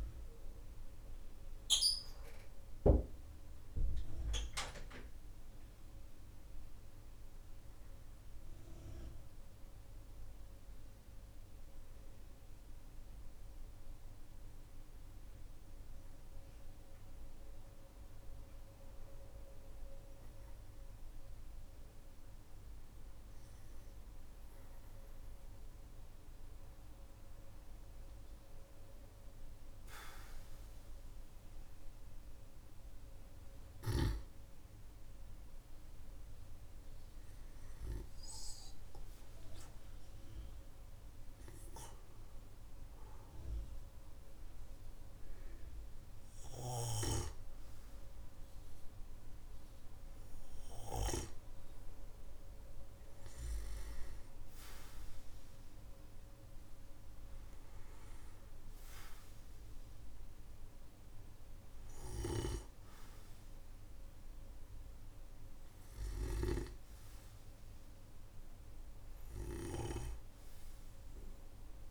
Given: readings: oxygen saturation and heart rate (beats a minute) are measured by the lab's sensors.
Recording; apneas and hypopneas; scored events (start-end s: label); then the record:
a person partly awake in a sleep study, by a room microphone; 1
0.00-3.00 s: oxygen desaturation (device-marked, oxygen 91% lowest, heart rate 45 extreme)
7.00-67.00 s: new sleep stage, N1 (lightest sleep)
41.50-52.50 s: hypopnea (oxygen 99% before, 95% lowest, heart rate 53 before, 50 extreme, up 8 after)
55.00-59.50 s: arousal
67.00-71.91 s: new sleep stage, N2 (light sleep)
From the record:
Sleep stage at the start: awake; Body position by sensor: on the back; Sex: male